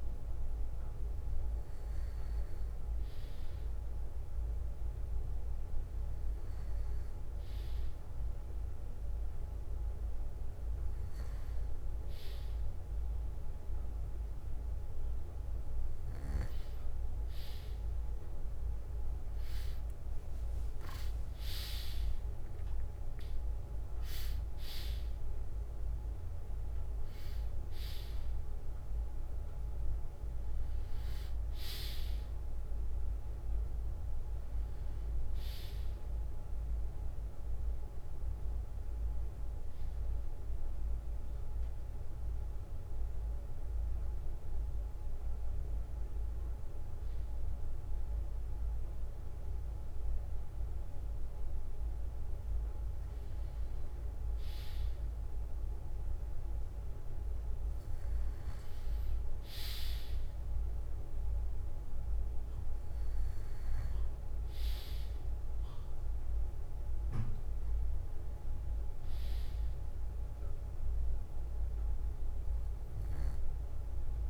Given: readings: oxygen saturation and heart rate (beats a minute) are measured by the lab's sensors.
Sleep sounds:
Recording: breathing in sleep, hard to hear, by a room microphone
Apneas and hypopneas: 1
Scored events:
1.50-3.50 s: bradycardia (device-marked, heart rate 60 before, 62 extreme)
19.50-23.50 s: arousal
29.50-31.50 s: bradycardia (device-marked, heart rate 60 before, 64 extreme)
35.50-51.50 s: bradycardia (device-marked, heart rate 60 before, 57 extreme)
40.50-53.50 s: hypopnea (oxygen 95% before, 94% lowest, heart rate 63 before, 58 extreme, up 4 after)
56.50-60.50 s: arousal
From the record:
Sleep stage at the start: N2 (light sleep)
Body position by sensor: on the back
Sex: male

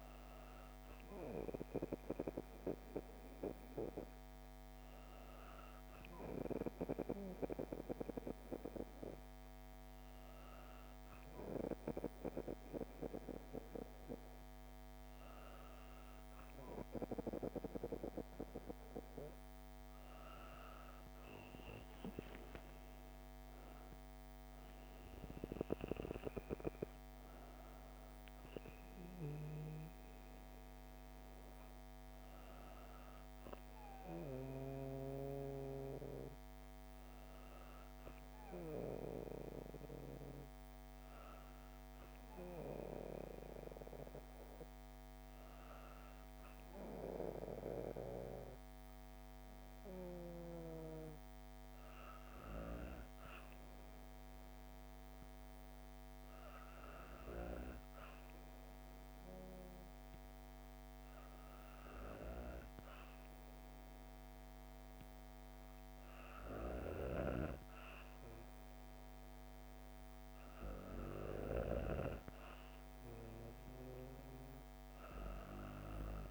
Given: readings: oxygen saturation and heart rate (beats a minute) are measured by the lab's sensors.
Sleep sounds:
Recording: breathing in sleep by a microphone on the trachea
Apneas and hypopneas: 1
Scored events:
46.00-64.50 s: hypopnea (oxygen 96% before, 94% lowest, heart rate 61 before, 58 extreme, up 6 after)
65.50-67.50 s: arousal
From the record:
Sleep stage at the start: N2 (light sleep)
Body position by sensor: on the back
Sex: female

